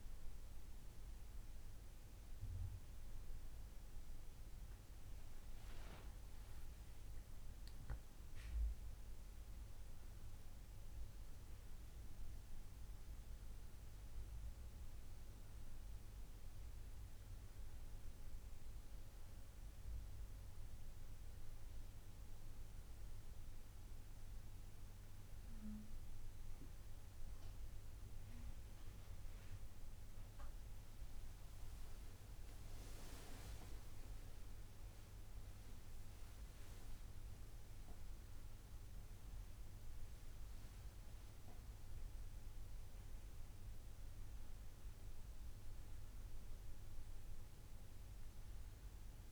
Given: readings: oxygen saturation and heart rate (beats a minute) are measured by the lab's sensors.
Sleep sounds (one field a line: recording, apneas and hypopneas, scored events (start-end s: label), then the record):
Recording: breathing in sleep, hard to hear, by a room microphone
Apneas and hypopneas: none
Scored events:
5.50-9.00 s: arousal
From the record:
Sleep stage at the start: N1 (lightest sleep)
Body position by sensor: on the back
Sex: male